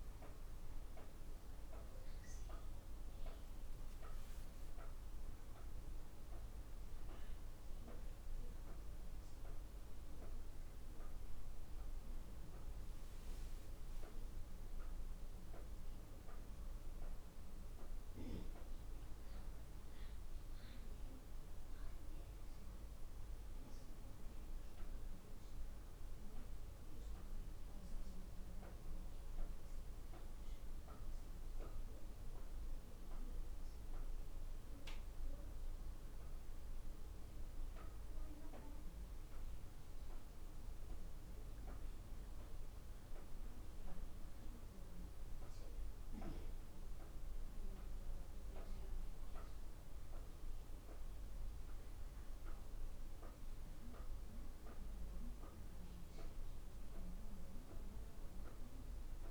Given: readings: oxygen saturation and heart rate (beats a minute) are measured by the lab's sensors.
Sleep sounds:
breathing in sleep, hard to hear, by a room microphone; none
none scored
From the record:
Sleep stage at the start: N2 (light sleep); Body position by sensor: on the back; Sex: female

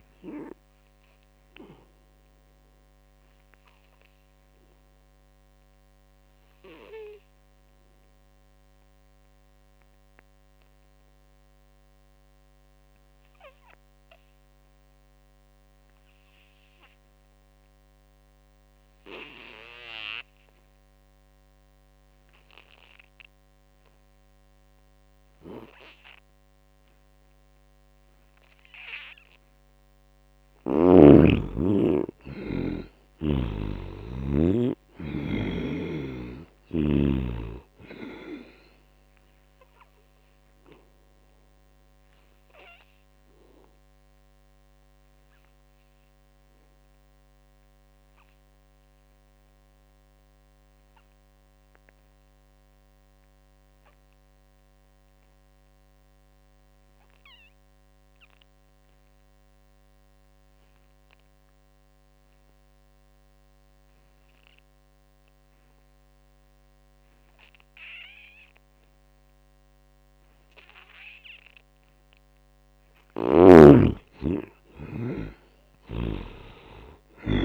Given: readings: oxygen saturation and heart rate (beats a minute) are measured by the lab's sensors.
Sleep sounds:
breathing in sleep by a microphone on the trachea; 2
0.00-12.50 s: oxygen desaturation (device-marked, oxygen 72% lowest, heart rate 69 extreme)
0.50-29.00 s: obstructive apnea (oxygen 99% before, 71% lowest, heart rate 73 before, 69 extreme, up 5 after)
18.50-54.50 s: oxygen desaturation (device-marked, oxygen 98% before, 74% lowest, heart rate 80 before, 58 extreme)
31.00-35.00 s: arousal
40.50-71.50 s: obstructive apnea (oxygen 98% before, 70% lowest, heart rate 75 before, 58 extreme, up 2 after)
56.50-77.45 s: oxygen desaturation (device-marked, oxygen 98% before, 70% lowest, heart rate 82 before, 58 extreme)
73.50-77.45 s: arousal
From the record:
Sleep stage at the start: N2 (light sleep); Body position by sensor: on the back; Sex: male

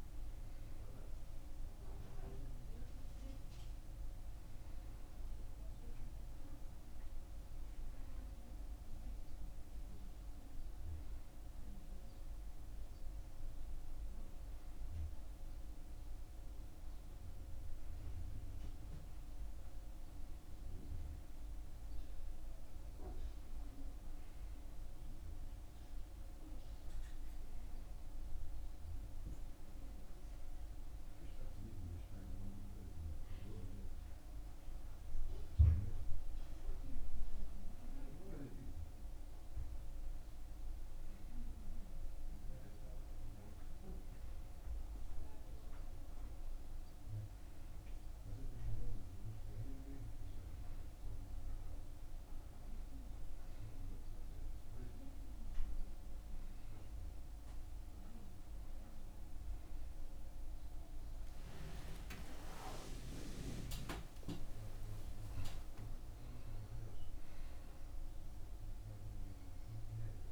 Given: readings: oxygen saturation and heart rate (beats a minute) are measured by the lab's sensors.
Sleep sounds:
a person partly awake in a sleep study, by a room microphone; none
48.00-70.32 s: new sleep stage, awake
From the record:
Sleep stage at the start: N1 (lightest sleep); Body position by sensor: on the back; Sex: male

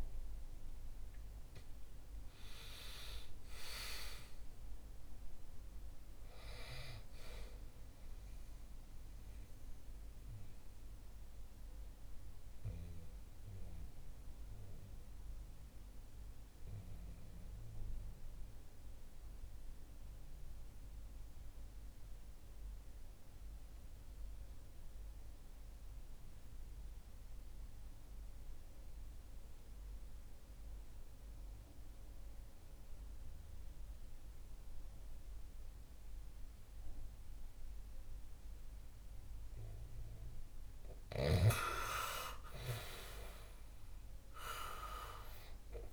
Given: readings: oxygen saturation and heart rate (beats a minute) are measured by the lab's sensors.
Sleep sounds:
breathing in sleep by a room microphone; 1
0.00-24.50 s: oxygen desaturation (device-marked, oxygen 89% lowest, heart rate 57 extreme)
8.50-41.50 s: mixed apnea (oxygen 97% before, 89% lowest, heart rate 69 before, 57 extreme, up 5 after)
43.00-45.93 s: arousal
43.50-45.93 s: oxygen desaturation (device-marked, oxygen 97% before, 91% lowest, heart rate 63 before, 59 extreme)
From the record:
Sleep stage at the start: N2 (light sleep); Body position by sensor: on the back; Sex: male

